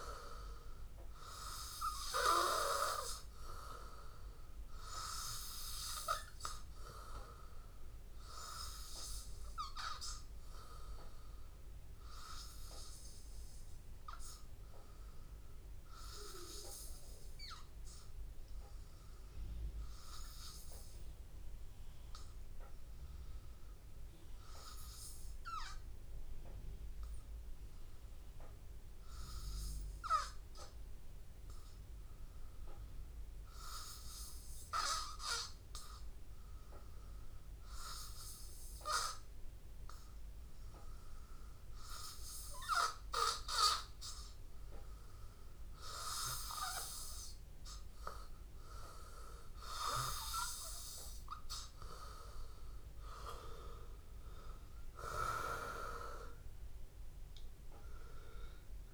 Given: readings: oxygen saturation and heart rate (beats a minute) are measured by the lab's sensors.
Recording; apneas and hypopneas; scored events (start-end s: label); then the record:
breathing in sleep by a room microphone; 1
0.00-19.50 s: oxygen desaturation (device-marked, oxygen 93% lowest, heart rate 83 extreme)
15.50-42.50 s: hypopnea (oxygen 97% before, 92% lowest, heart rate 84 before, 83 extreme, up 2 after)
33.50-58.94 s: oxygen desaturation (device-marked, oxygen 98% before, 92% lowest, heart rate 84 before, 83 extreme)
46.50-50.50 s: arousal
From the record:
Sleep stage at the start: N2 (light sleep); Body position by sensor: on the back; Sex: male